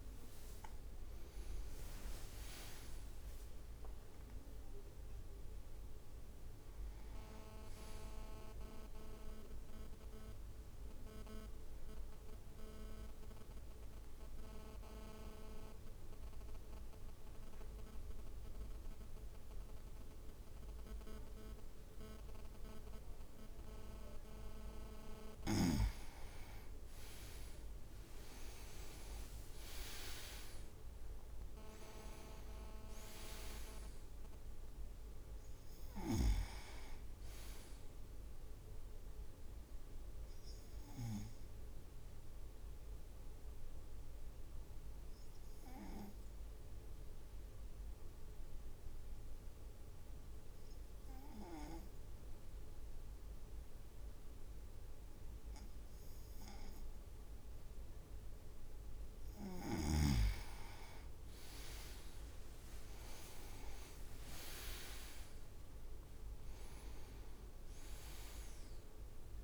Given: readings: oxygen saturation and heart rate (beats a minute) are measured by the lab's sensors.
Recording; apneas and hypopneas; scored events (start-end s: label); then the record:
breathing in sleep by a room microphone; 2
0.00-1.00 s: leg movement (device-marked)
0.00-4.00 s: arousal
1.00-4.50 s: leg movement (device-marked)
2.00-15.00 s: drop in pulse transit time (device-marked, heart rate 56 before, 53 extreme)
10.50-26.00 s: obstructive apnea (oxygen 98% before, 96% lowest, heart rate 60 before, 50 extreme, up 10 after)
27.00-30.00 s: leg movement (device-marked)
28.50-32.00 s: arousal
30.00-42.00 s: drop in pulse transit time (device-marked, heart rate 55 before, 50 extreme)
42.00-59.00 s: obstructive apnea (oxygen 98% before, 96% lowest, heart rate 57 before, 53 extreme, up 7 after)
61.00-66.00 s: leg movement (device-marked)
62.50-67.00 s: arousal
63.00-69.44 s: drop in pulse transit time (device-marked, heart rate 55 before, 53 extreme)
From the record:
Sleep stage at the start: N2 (light sleep); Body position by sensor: on the right side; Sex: male